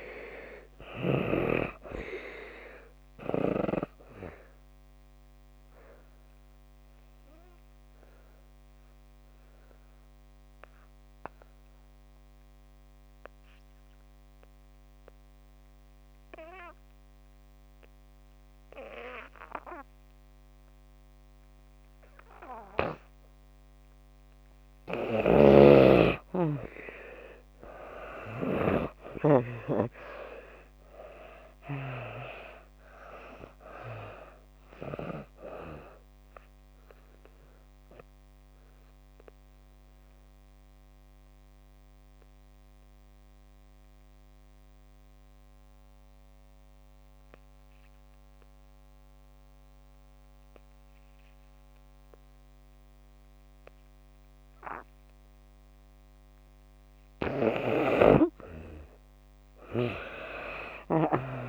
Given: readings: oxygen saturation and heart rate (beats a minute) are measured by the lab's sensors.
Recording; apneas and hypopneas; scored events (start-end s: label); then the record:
breathing in sleep by a microphone on the trachea; 2
0.00-22.50 s: oxygen desaturation (device-marked, oxygen 76% lowest)
4.00-23.50 s: obstructive apnea (oxygen 96% before, 74% lowest)
27.50-30.50 s: arousal
28.50-55.50 s: oxygen desaturation (device-marked, oxygen 95% before, 74% lowest)
36.50-56.50 s: obstructive apnea (oxygen 95% before, 74% lowest)
57.50-61.49 s: oxygen desaturation (device-marked, oxygen 97% before, 75% lowest)
58.50-61.49 s: arousal
From the record:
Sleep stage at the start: N2 (light sleep); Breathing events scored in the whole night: 360 in 4.1 hours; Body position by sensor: on the back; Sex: female